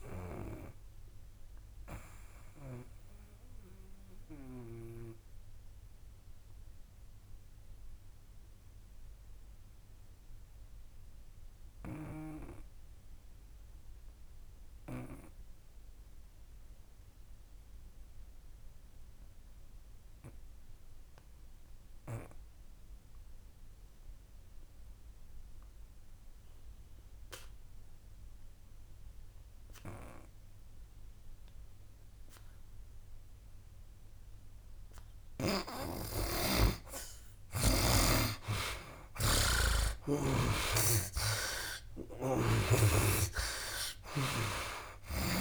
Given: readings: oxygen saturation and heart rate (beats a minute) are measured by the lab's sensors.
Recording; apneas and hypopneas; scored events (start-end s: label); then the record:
breathing in sleep by a room microphone; 1
0.00-20.00 s: oxygen desaturation (device-marked, oxygen 71% lowest, heart rate 64 extreme)
2.50-36.00 s: obstructive apnea (oxygen 98% before, 70% lowest, heart rate 74 before, 64 extreme, up 14 after)
29.00-45.41 s: oxygen desaturation (device-marked, oxygen 98% before, 70% lowest, heart rate 66 before, 63 extreme)
40.50-44.50 s: arousal
40.50-45.41 s: snoring (device-marked)
From the record:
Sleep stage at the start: N2 (light sleep); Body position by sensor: on the back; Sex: male